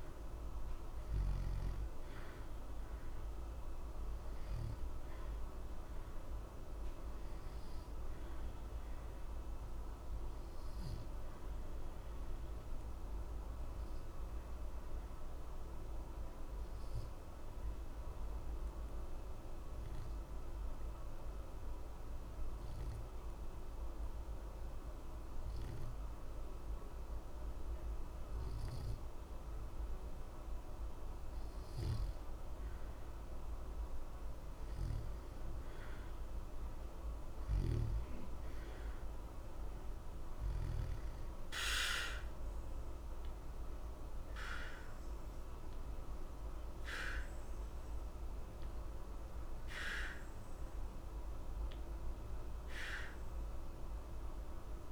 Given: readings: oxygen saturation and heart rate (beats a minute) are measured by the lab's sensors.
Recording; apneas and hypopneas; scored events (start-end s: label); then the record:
breathing in sleep by a room microphone; 1
13.00-30.00 s: obstructive apnea (oxygen 92% before, 89% lowest, heart rate 60 before, 60 extreme, up 0 after)
34.00-38.00 s: arousal
From the record:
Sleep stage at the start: N2 (light sleep); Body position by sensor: on the back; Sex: male